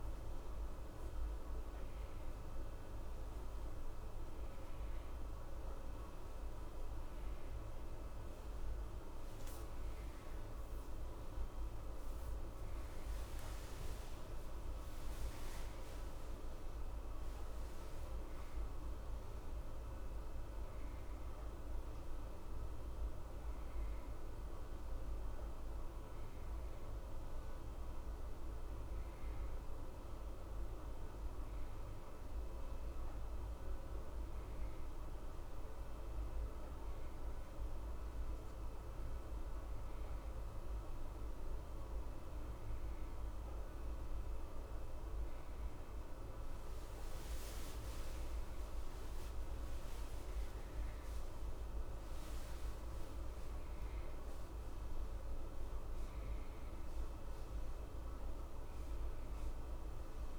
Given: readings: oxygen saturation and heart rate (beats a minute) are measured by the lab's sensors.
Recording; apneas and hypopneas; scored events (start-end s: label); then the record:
breathing in sleep, hard to hear, by a room microphone; none
17.50-23.50 s: arousal
51.00-56.00 s: arousal
From the record:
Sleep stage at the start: N1 (lightest sleep); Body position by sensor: on the right side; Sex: male